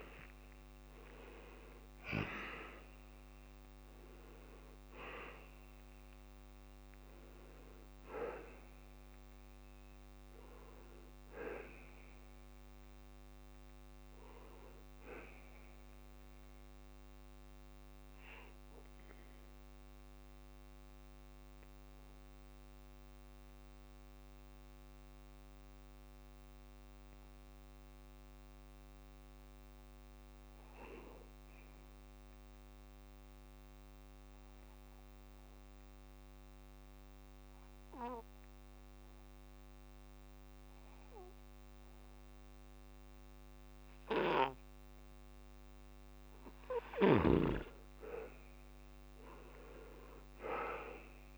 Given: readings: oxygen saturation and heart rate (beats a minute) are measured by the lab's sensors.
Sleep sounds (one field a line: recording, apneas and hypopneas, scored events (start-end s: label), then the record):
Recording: breathing in sleep by a microphone on the trachea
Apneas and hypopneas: 1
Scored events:
0.00-1.50 s: arousal
0.00-23.50 s: oxygen desaturation (device-marked, oxygen 82% lowest, heart rate 66 extreme)
14.00-47.00 s: obstructive apnea (oxygen 98% before, 82% lowest, heart rate 95 before, 66 extreme, up 3 after)
41.50-51.38 s: oxygen desaturation (device-marked, oxygen 98% before, 85% lowest, heart rate 67 before, 66 extreme)
49.50-51.38 s: arousal
From the record:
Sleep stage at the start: N2 (light sleep)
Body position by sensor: on the back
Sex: male